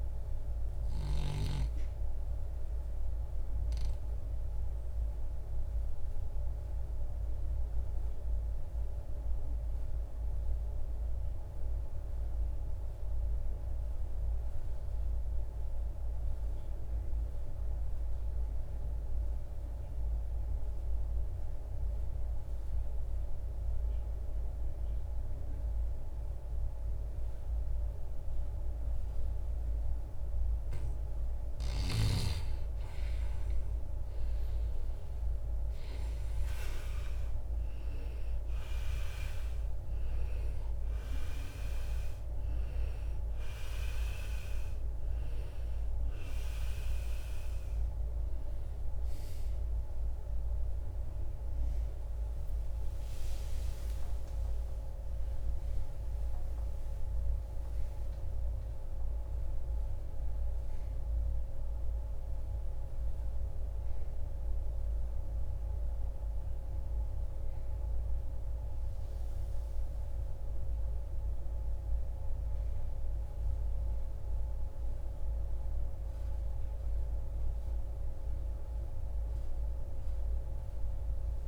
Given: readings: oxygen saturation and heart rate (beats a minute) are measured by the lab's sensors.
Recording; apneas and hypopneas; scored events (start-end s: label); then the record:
breathing in sleep, hard to hear, by a room microphone; 1
1.00-29.00 s: oxygen desaturation (device-marked, oxygen 97% before, 87% lowest, heart rate 63 before, 45 extreme)
2.50-31.50 s: obstructive apnea (oxygen 98% before, 81% lowest, heart rate 63 before, 45 extreme, up 12 after)
25.00-81.47 s: new sleep stage, N2 (light sleep)
33.00-38.00 s: arousal
70.00-74.00 s: oxygen desaturation (device-marked, oxygen 90% before, 81% lowest, heart rate 83 before, 59 extreme)
77.50-81.00 s: arousal
From the record:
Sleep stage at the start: REM sleep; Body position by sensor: on the right side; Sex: male